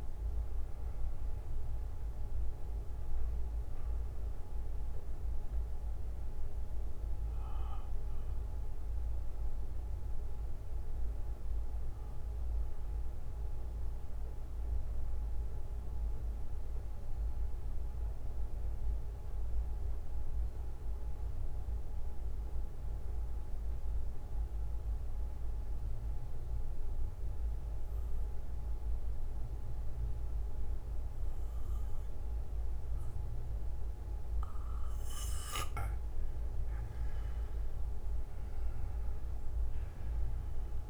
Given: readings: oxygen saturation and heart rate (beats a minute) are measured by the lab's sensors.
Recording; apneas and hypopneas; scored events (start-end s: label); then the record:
breathing in sleep, hard to hear, by a room microphone; 1
0.00-7.50 s: oxygen desaturation (device-marked, oxygen 93% lowest, heart rate 48 extreme)
2.50-33.50 s: bradycardia (device-marked, heart rate 59 before, 48 extreme)
7.00-35.50 s: central apnea (oxygen 98% before, 89% lowest, heart rate 65 before, 50 extreme, up 18 after)
16.50-29.50 s: oxygen desaturation (device-marked, oxygen 95% before, 89% lowest, heart rate 59 before, 53 extreme)
37.50-40.90 s: arousal
From the record:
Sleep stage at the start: N2 (light sleep); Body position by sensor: on the back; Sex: male